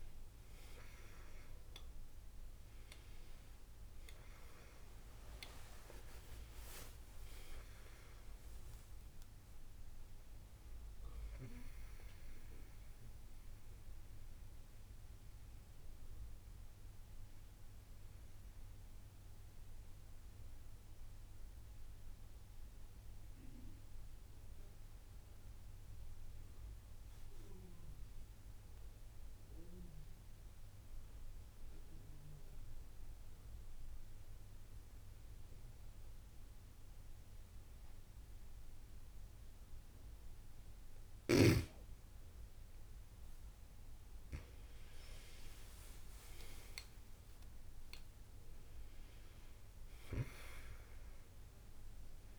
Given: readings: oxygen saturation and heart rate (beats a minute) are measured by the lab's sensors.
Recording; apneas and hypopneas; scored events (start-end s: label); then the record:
breathing in sleep by a room microphone; 1
0.00-1.50 s: arousal
0.00-33.50 s: oxygen desaturation (device-marked, oxygen 92% lowest)
18.50-40.00 s: mixed apnea (oxygen 97% before, 92% lowest)
23.50-25.50 s: long interval between heartbeats (device-marked)
40.50-46.00 s: snoring (device-marked)
42.00-46.00 s: arousal
47.00-49.00 s: long interval between heartbeats (device-marked)
48.50-52.38 s: oxygen desaturation (device-marked, oxygen 96% before, 92% lowest)
From the record:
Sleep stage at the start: N2 (light sleep); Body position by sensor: on the back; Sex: female